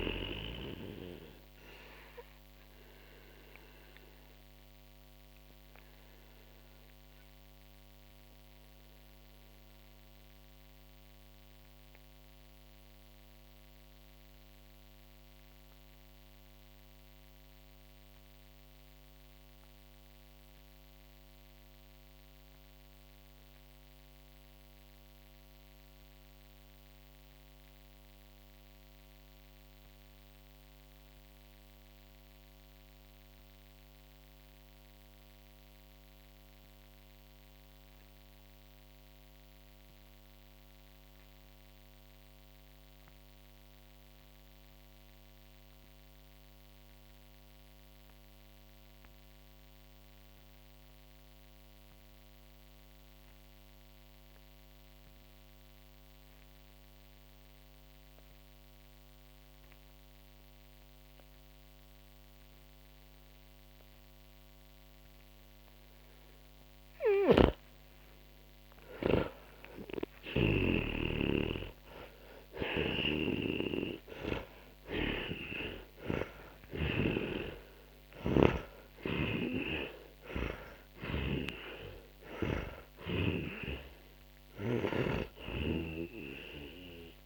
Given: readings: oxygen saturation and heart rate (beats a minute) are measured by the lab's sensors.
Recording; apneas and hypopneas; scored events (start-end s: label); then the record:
breathing in sleep by a microphone on the trachea; 1
0.00-31.00 s: oxygen desaturation (device-marked, oxygen 79% lowest, heart rate 37 extreme)
2.00-66.50 s: mixed apnea (oxygen 97% before, 79% lowest, heart rate 66 before, 37 extreme, up 21 after)
52.00-85.00 s: oxygen desaturation (device-marked, oxygen 99% before, 89% lowest, heart rate 47 before, 49 extreme)
67.00-70.50 s: snoring (device-marked)
68.00-71.50 s: arousal
72.50-77.00 s: snoring (device-marked)
79.00-83.50 s: snoring (device-marked)
From the record:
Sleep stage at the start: N2 (light sleep); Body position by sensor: on the back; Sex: male